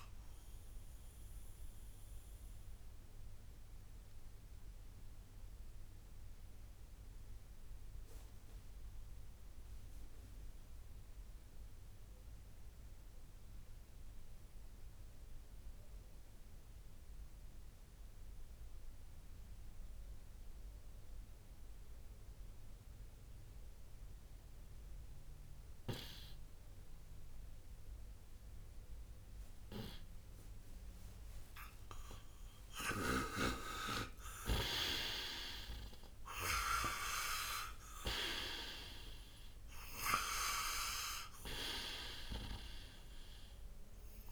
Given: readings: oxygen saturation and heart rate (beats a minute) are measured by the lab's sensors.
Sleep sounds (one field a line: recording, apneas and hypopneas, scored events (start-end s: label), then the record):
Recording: breathing in sleep by a room microphone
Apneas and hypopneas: 1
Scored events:
0.00-19.00 s: oxygen desaturation (device-marked, oxygen 87% lowest, heart rate 57 extreme)
0.50-32.00 s: obstructive apnea (oxygen 98% before, 85% lowest, heart rate 68 before, 55 extreme, up 10 after)
31.00-44.32 s: oxygen desaturation (device-marked, oxygen 98% before, 85% lowest, heart rate 61 before, 55 extreme)
33.50-37.50 s: arousal
From the record:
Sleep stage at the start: N2 (light sleep)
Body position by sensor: on the right side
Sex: male